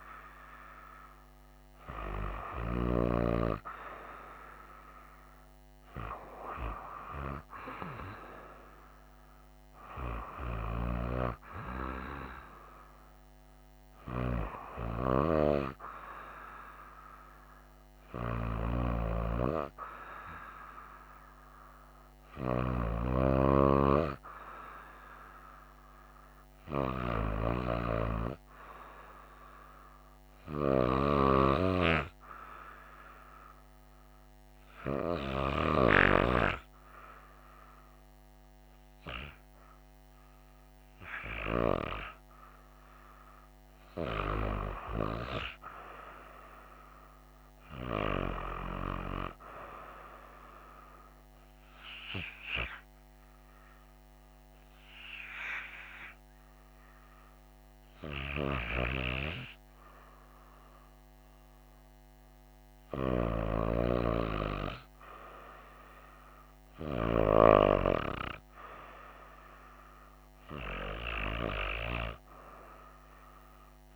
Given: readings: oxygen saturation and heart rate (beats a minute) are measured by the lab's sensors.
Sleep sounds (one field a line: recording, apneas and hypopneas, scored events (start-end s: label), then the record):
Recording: breathing in sleep by a microphone on the trachea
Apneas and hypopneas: 1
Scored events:
51.50-63.00 s: hypopnea (oxygen 96% before, 92% lowest, heart rate 67 before, 64 extreme, up 1 after)
65.50-68.50 s: arousal
From the record:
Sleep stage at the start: REM sleep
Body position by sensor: on the right side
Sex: female